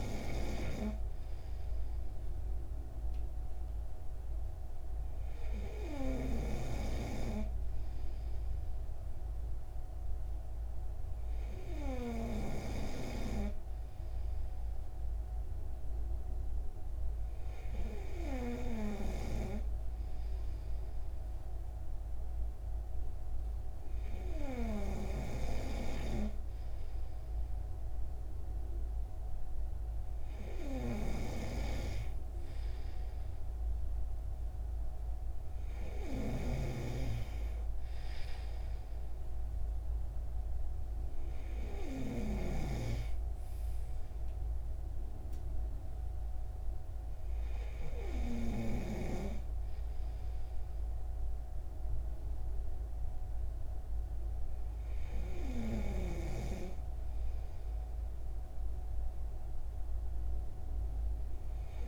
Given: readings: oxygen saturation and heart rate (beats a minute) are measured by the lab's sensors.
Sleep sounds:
breathing in sleep by a room microphone; none
36.50-43.00 s: snoring (device-marked)
From the record:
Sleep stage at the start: N2 (light sleep); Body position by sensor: on the right side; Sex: male

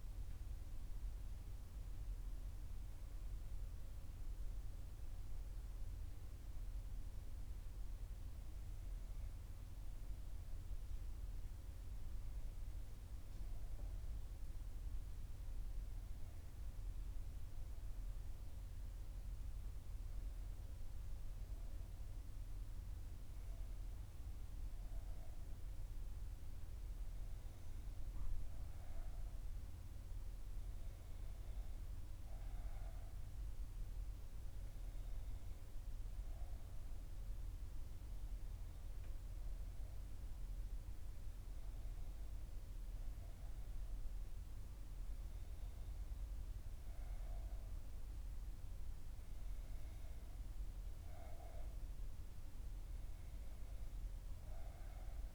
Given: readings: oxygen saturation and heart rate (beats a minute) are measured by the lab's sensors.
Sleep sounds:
a person partly awake in a sleep study, hard to hear, by a room microphone; none
6.50-36.50 s: new sleep stage, N1 (lightest sleep)
36.50-55.34 s: new sleep stage, N2 (light sleep)
From the record:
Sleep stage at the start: awake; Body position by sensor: on the back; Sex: female

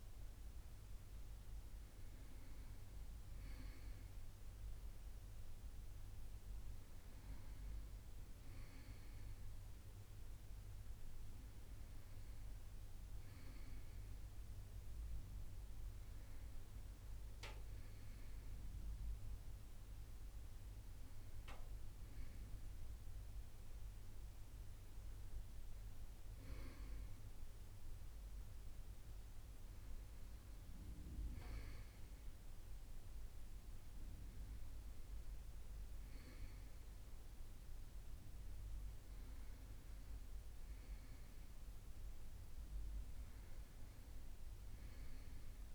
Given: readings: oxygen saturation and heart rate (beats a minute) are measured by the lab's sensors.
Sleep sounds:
a person awake in a sleep study, hard to hear, by a room microphone; none
none scored
From the record:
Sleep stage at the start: awake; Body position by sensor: on the right side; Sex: male

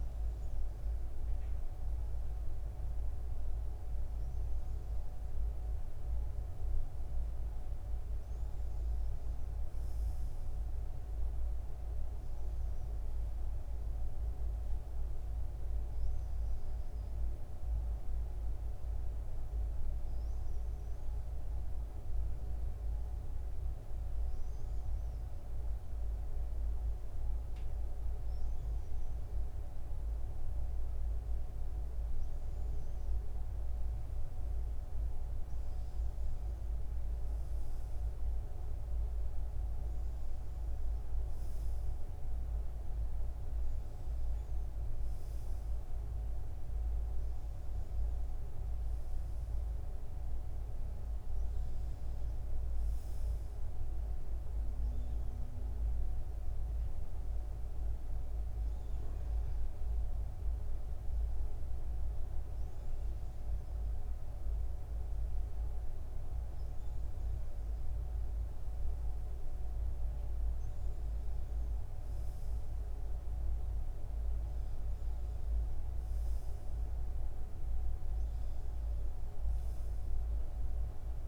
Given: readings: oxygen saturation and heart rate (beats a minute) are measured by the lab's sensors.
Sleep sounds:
breathing in sleep, hard to hear, by a room microphone; none
none scored
From the record:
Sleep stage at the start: N2 (light sleep); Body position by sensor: on the front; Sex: male

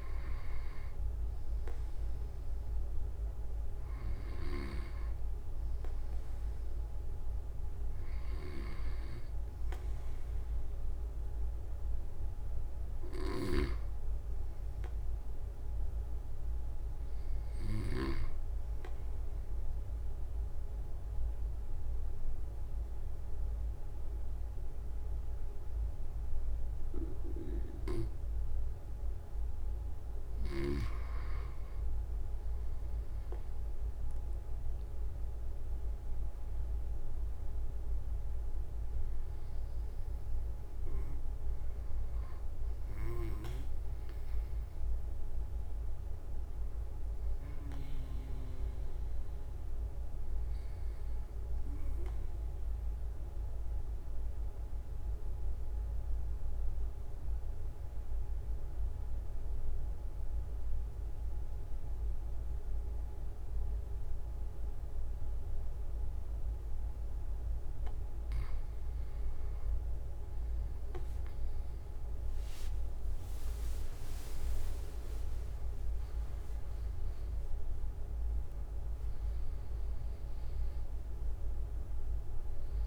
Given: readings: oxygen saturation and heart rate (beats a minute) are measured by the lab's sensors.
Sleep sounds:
breathing in sleep by a room microphone; 2
0.00-1.50 s: arousal
7.50-9.50 s: long interval between heartbeats (device-marked)
13.00-18.00 s: snoring (device-marked)
16.50-18.50 s: long interval between heartbeats (device-marked, heart rate 31 before, 34 extreme)
19.00-30.50 s: mixed apnea (oxygen 95% before, 93% lowest)
25.50-27.50 s: long interval between heartbeats (device-marked)
29.00-31.00 s: long interval between heartbeats (device-marked, heart rate 34 before, 38 extreme)
33.00-37.50 s: arousal
49.50-68.00 s: obstructive apnea (oxygen 95% before, 93% lowest)
68.50-70.50 s: long interval between heartbeats (device-marked, heart rate 32 before, 38 extreme)
72.50-77.00 s: arousal
76.50-78.50 s: long interval between heartbeats (device-marked, heart rate 42 before, 45 extreme)
78.00-82.87 s: new sleep stage, N1 (lightest sleep)
From the record:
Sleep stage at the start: N2 (light sleep); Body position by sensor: on the right side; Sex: male

